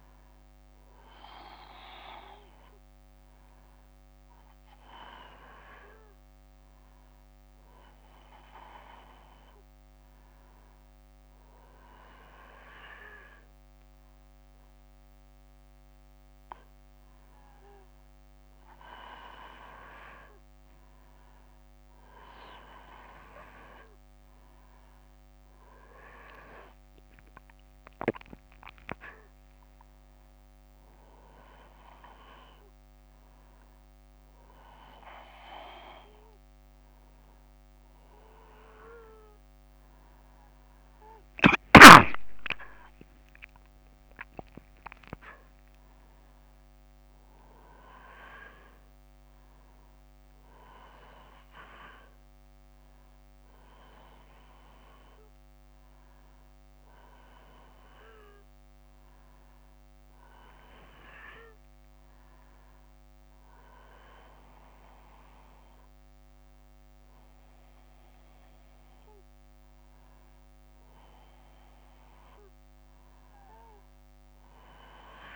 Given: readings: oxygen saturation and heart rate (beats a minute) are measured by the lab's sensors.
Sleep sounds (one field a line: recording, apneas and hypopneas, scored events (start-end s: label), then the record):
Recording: a person awake in a sleep study, by a microphone on the trachea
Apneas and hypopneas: none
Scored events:
none scored
From the record:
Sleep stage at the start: awake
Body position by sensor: on the back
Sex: male